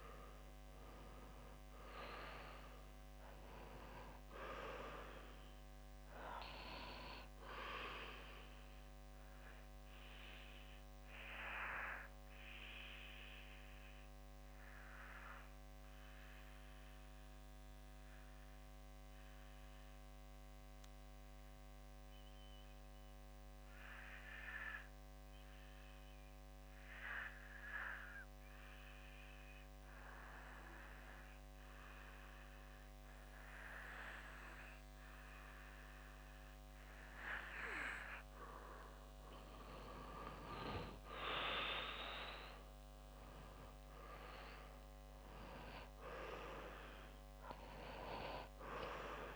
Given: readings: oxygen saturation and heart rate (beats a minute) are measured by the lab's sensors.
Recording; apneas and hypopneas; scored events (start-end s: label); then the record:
breathing in sleep by a microphone on the trachea; 1
8.50-36.50 s: obstructive apnea (oxygen 97% before, 91% lowest, heart rate 67 before, 60 extreme, up 5 after)
25.50-37.50 s: oxygen desaturation (device-marked, oxygen 94% before, 91% lowest, heart rate 62 before, 60 extreme)
39.50-43.50 s: arousal
From the record:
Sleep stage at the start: REM sleep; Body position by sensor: on the back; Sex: male